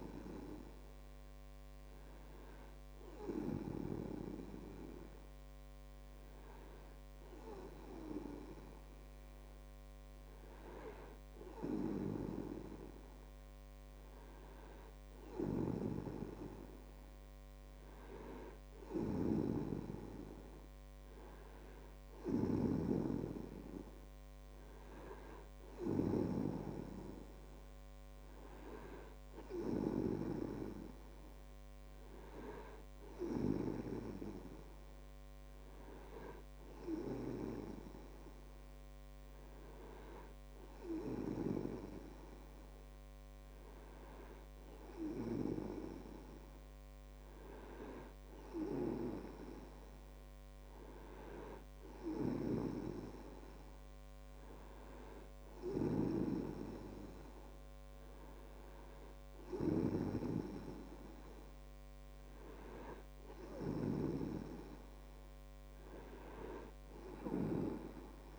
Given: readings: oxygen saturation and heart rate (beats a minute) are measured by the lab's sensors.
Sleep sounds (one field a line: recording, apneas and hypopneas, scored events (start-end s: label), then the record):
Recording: breathing in sleep by a microphone on the trachea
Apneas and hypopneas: none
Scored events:
23.00-27.00 s: snoring (device-marked)
From the record:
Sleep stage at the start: N2 (light sleep)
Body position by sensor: on the right side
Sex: male